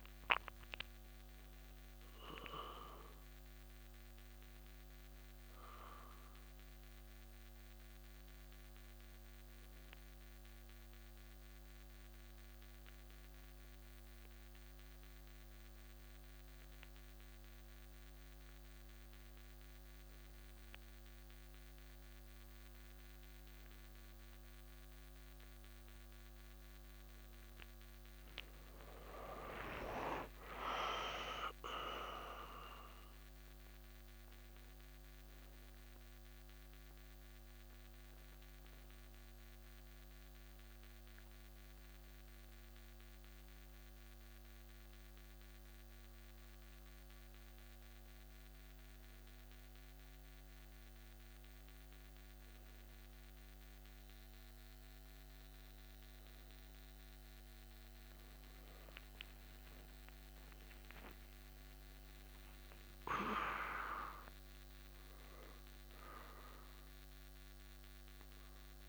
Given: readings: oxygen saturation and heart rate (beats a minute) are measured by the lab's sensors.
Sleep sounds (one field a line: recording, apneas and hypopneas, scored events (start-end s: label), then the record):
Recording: breathing in sleep by a microphone on the trachea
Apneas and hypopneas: none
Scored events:
28.50-33.00 s: arousal
60.00-65.50 s: arousal
From the record:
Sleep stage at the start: N2 (light sleep)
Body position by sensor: on the back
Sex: male